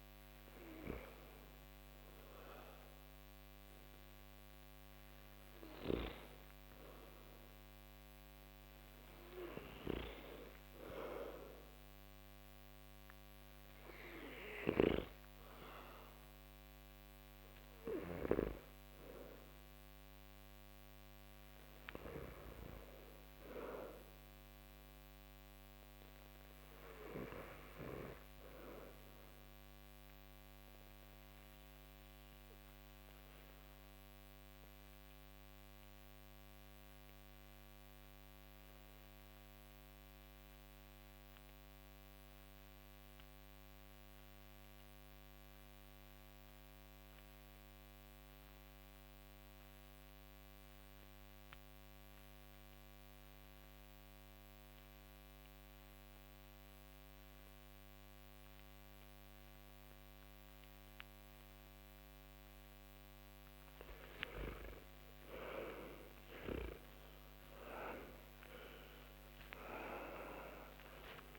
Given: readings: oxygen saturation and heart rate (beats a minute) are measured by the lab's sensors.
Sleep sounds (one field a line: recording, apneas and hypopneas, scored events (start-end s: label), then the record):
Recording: breathing in sleep by a microphone on the trachea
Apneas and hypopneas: 1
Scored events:
0.00-7.00 s: oxygen desaturation (device-marked, oxygen 79% lowest)
16.50-21.00 s: arousal
28.50-63.00 s: obstructive apnea (oxygen 100% before, 77% lowest)
63.00-71.39 s: oxygen desaturation (device-marked, oxygen 95% before, 77% lowest)
65.00-70.50 s: arousal
From the record:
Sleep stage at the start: REM sleep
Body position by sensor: on the back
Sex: male